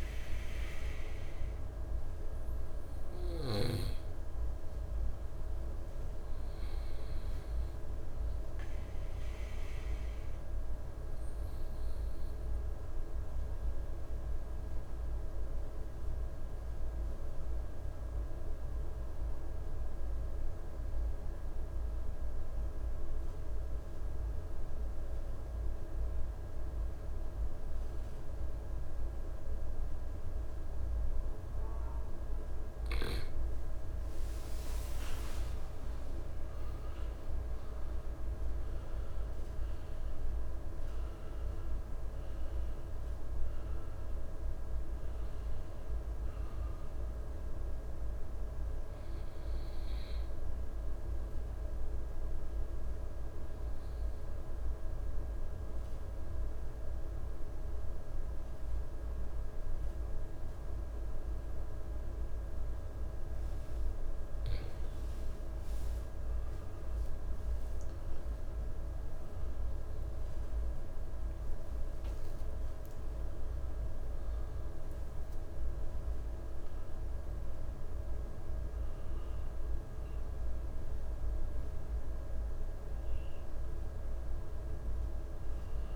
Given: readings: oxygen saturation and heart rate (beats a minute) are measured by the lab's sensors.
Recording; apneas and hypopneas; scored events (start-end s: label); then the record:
breathing in sleep, hard to hear, by a room microphone; 2
10.50-32.50 s: obstructive apnea (oxygen 98% before, 91% lowest, heart rate 62 before, 58 extreme, up 9 after)
30.50-59.50 s: oxygen desaturation (device-marked, oxygen 97% before, 91% lowest, heart rate 61 before, 58 extreme)
34.00-38.50 s: arousal
52.00-64.00 s: obstructive apnea (oxygen 97% before, 91% lowest, heart rate 65 before, 58 extreme, up 19 after)
68.50-72.50 s: arousal
69.50-75.50 s: tachycardia (device-marked, heart rate 64 before, 112 extreme)
From the record:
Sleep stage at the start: N2 (light sleep); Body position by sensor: on the right side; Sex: male